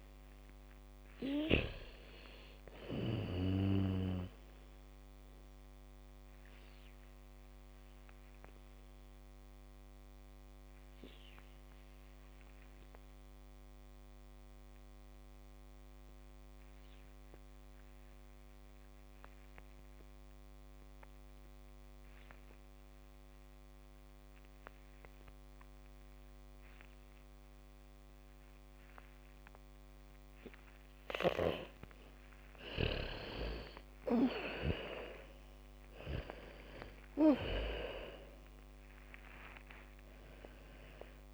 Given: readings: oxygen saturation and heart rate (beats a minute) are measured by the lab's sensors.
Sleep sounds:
breathing in sleep by a microphone on the trachea; 1
0.00-2.00 s: arousal
3.00-20.00 s: oxygen desaturation (device-marked, oxygen 86% before, 82% lowest, heart rate 68 before, 38 extreme)
12.50-32.00 s: mixed apnea (oxygen 87% before, 76% lowest, heart rate 70 before, 38 extreme)
24.00-26.00 s: bradycardia (device-marked, heart rate 71 before, 66 extreme)
27.00-38.00 s: bradycardia (device-marked, heart rate 71 before, 38 extreme)
29.00-41.34 s: oxygen desaturation (device-marked, oxygen 97% before, 76% lowest, heart rate 75 before, 38 extreme)
33.50-39.00 s: arousal
From the record:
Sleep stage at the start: N2 (light sleep); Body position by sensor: on the back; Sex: female

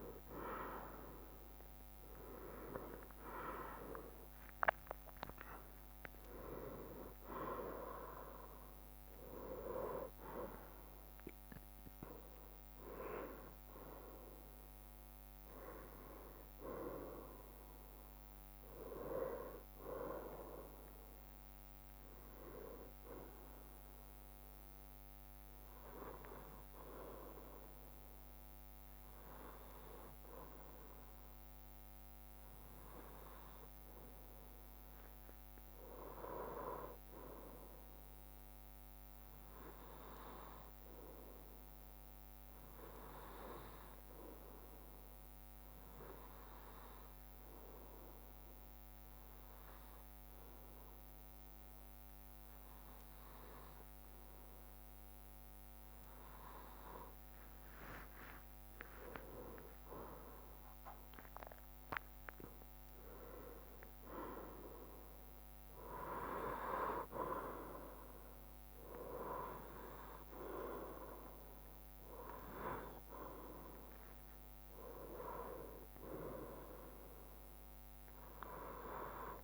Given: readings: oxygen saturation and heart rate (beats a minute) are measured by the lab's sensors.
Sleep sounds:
breathing in sleep by a microphone on the trachea; 1
0.00-1.50 s: arousal
0.00-2.00 s: oxygen desaturation (device-marked, oxygen 93% lowest, heart rate 61 extreme)
1.00-27.00 s: drop in pulse transit time (device-marked, heart rate 63 before, 65 extreme)
45.50-56.50 s: obstructive apnea (oxygen 98% before, 94% lowest, heart rate 66 before, 61 extreme, up 6 after)
58.50-62.50 s: arousal
From the record:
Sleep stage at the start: N2 (light sleep); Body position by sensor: on the right side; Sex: male

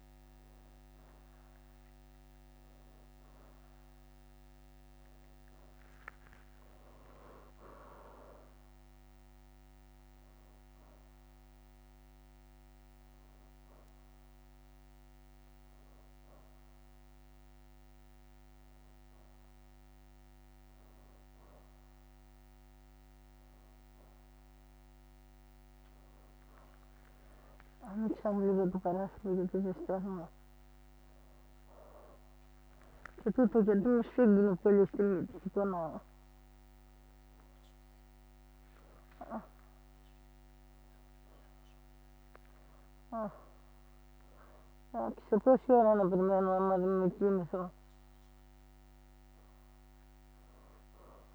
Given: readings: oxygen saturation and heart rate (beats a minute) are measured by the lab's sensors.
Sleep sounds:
a person awake in a sleep study, by a microphone on the trachea; none
13.00-31.00 s: oxygen desaturation (device-marked, oxygen 92% before, 87% lowest, heart rate 142 before, 86 extreme)
24.00-26.00 s: leg movement (device-marked)
28.50-34.50 s: snoring (device-marked)
39.50-40.50 s: leg movement (device-marked)
43.50-45.50 s: leg movement (device-marked)
From the record:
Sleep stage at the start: awake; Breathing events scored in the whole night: 170 in 4.5 hours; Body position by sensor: on the back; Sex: female

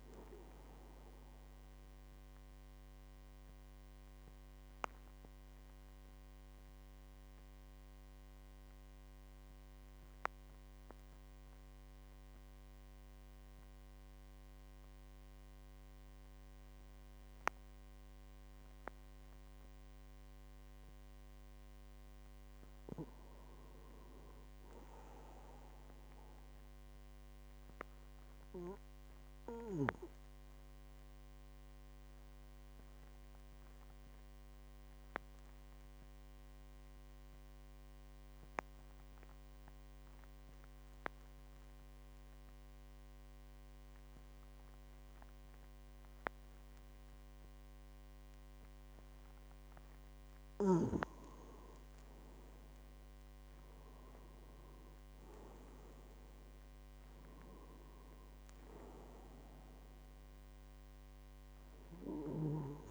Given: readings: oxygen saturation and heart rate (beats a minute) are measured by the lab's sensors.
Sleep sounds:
breathing in sleep by a microphone on the trachea; 2
0.00-15.00 s: oxygen desaturation (device-marked, oxygen 90% lowest, heart rate 46 extreme)
1.50-20.00 s: obstructive apnea (oxygen 99% before, 87% lowest, heart rate 55 before, 46 extreme, up 4 after)
22.50-26.50 s: arousal
30.00-43.00 s: oxygen desaturation (device-marked, oxygen 99% before, 94% lowest, heart rate 50 before, 46 extreme)
31.50-48.50 s: obstructive apnea (oxygen 99% before, 87% lowest, heart rate 50 before, 46 extreme, up 13 after)
51.00-62.90 s: oxygen desaturation (device-marked, oxygen 97% before, 87% lowest, heart rate 49 before, 46 extreme)
51.50-55.00 s: arousal
From the record:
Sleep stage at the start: N2 (light sleep); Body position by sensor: on the back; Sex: male

